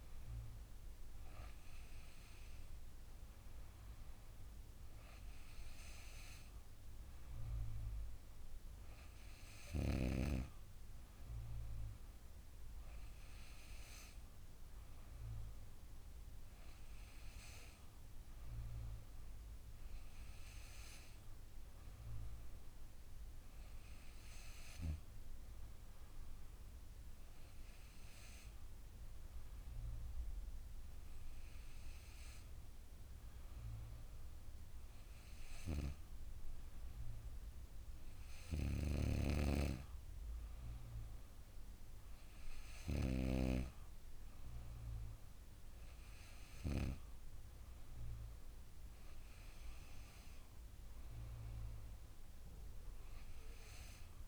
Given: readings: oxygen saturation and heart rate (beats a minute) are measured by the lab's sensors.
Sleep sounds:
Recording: breathing in sleep by a room microphone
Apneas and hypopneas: none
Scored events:
none scored
From the record:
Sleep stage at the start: N2 (light sleep)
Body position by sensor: on the back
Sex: female

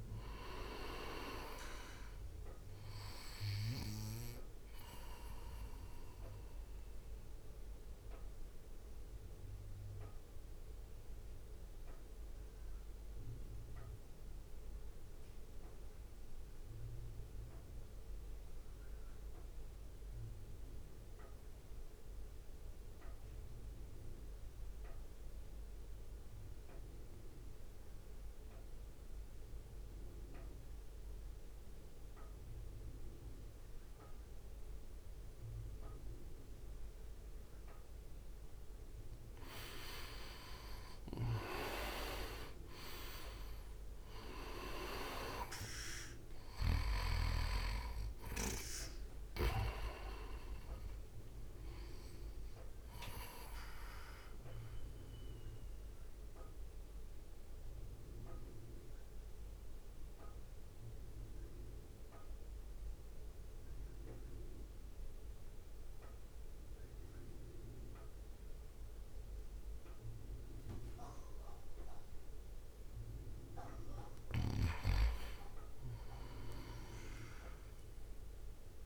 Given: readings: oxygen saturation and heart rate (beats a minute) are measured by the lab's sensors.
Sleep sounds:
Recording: breathing in sleep by a room microphone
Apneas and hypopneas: 2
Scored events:
0.00-14.50 s: drop in pulse transit time (device-marked, heart rate 55 extreme)
0.00-28.50 s: oxygen desaturation (device-marked, oxygen 80% lowest, heart rate 50 extreme)
6.50-39.50 s: mixed apnea (oxygen 96% before, 80% lowest, heart rate 55 before, 53 extreme, up 10 after)
29.50-78.86 s: new sleep stage, N2 (light sleep)
40.50-73.50 s: oxygen desaturation (device-marked, oxygen 99% before, 82% lowest, heart rate 62 before, 53 extreme)
41.50-45.00 s: arousal
43.50-55.50 s: drop in pulse transit time (device-marked, heart rate 62 before, 55 extreme)
52.50-72.00 s: central apnea (oxygen 99% before, 82% lowest, heart rate 59 before, 53 extreme, up 12 after)
72.50-78.86 s: drop in pulse transit time (device-marked, heart rate 57 before, 53 extreme)
74.00-78.00 s: arousal
From the record:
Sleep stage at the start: REM sleep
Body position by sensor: on the right side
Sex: male

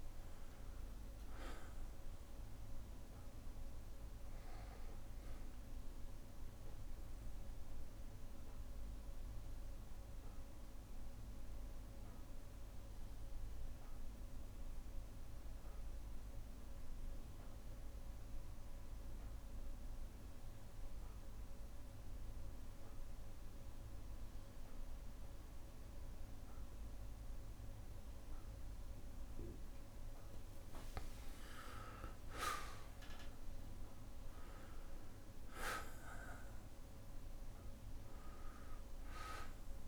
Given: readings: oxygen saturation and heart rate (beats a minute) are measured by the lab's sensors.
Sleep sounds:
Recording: breathing in sleep by a room microphone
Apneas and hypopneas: 1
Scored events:
0.50-17.50 s: oxygen desaturation (device-marked, oxygen 98% before, 95% lowest, heart rate 61 before, 59 extreme)
8.00-29.00 s: obstructive apnea (oxygen 98% before, 93% lowest, heart rate 61 before, 59 extreme, up 5 after)
10.50-13.50 s: bradycardia (device-marked, heart rate 63 before, 60 extreme)
30.50-34.00 s: arousal
33.50-39.87 s: oxygen desaturation (device-marked, oxygen 98% before, 93% lowest, heart rate 61 before, 60 extreme)
From the record:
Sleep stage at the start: N2 (light sleep)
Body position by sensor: on the back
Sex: male

